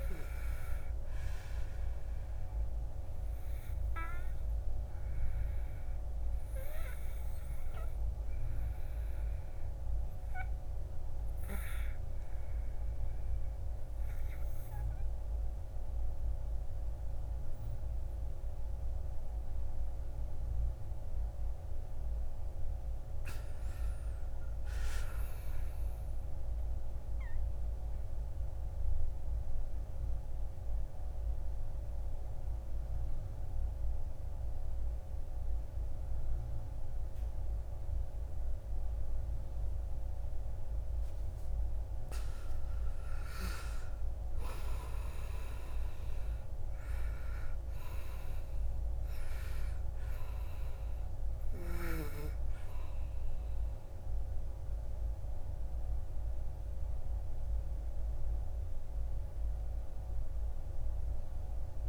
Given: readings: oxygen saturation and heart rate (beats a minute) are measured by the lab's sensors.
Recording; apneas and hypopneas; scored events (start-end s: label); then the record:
breathing in sleep by a room microphone; 2
0.00-2.00 s: oxygen desaturation (device-marked, oxygen 78% lowest, heart rate 52 extreme)
4.50-21.50 s: obstructive apnea (oxygen 98% before, 85% lowest, heart rate 59 before, 53 extreme, up 11 after)
23.50-26.00 s: arousal
26.00-49.00 s: oxygen desaturation (device-marked, oxygen 97% before, 86% lowest, heart rate 55 before, 52 extreme)
28.50-41.50 s: obstructive apnea (oxygen 98% before, 85% lowest, heart rate 55 before, 52 extreme, up 9 after)
45.50-50.00 s: arousal
60.00-61.89 s: oxygen desaturation (device-marked, oxygen 93% before, 85% lowest, heart rate 63 before, 56 extreme)
From the record:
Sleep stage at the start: N2 (light sleep); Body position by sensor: on the back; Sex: male